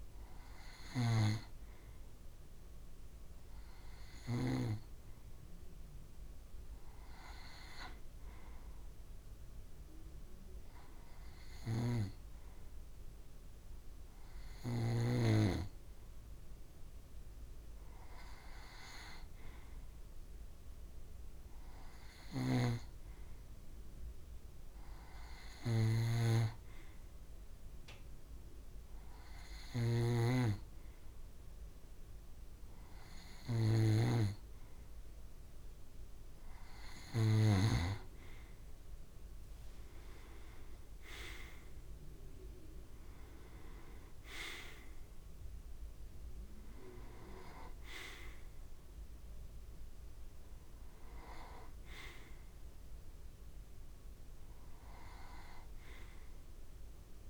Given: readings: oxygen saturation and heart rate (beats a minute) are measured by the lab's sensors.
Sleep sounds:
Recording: breathing in sleep by a room microphone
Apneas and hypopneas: 1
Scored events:
0.00-17.50 s: oxygen desaturation (device-marked, oxygen 90% lowest, heart rate 64 extreme)
18.00-21.00 s: arousal
22.00-37.50 s: snoring (device-marked)
24.00-37.00 s: hypopnea (oxygen 94% before, 91% lowest, heart rate 65 before, 64 extreme, up 3 after)
40.00-43.50 s: arousal
From the record:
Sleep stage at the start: N2 (light sleep)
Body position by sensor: on the back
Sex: male

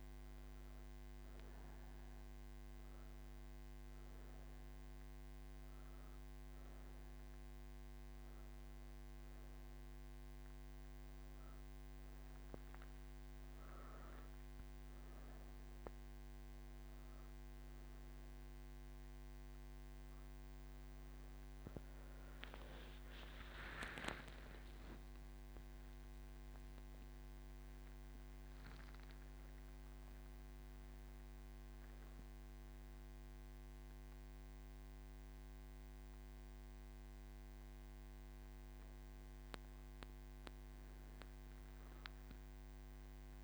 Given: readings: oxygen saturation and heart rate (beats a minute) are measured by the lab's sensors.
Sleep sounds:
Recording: breathing in sleep, hard to hear, by a microphone on the trachea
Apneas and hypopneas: none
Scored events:
25.50-42.50 s: oxygen desaturation (device-marked, oxygen 98% before, 93% lowest)
From the record:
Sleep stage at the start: N1 (lightest sleep)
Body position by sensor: on the right side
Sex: female

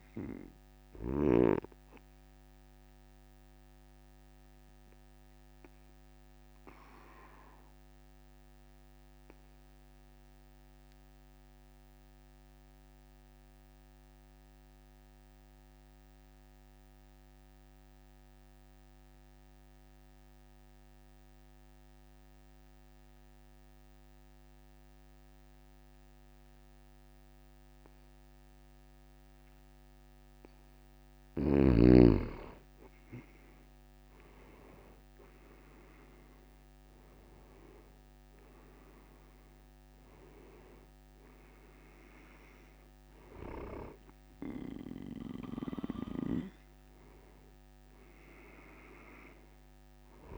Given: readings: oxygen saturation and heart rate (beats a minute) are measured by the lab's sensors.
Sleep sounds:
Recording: breathing in sleep by a microphone on the trachea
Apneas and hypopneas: 1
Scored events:
0.00-21.50 s: oxygen desaturation (device-marked, oxygen 88% lowest)
2.00-30.50 s: obstructive apnea (oxygen 98% before, 88% lowest)
32.50-36.00 s: arousal
36.50-50.38 s: oxygen desaturation (device-marked, oxygen 97% before, 88% lowest, heart rate 34 before, 37 extreme)
From the record:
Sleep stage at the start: N2 (light sleep)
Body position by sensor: on the back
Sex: male

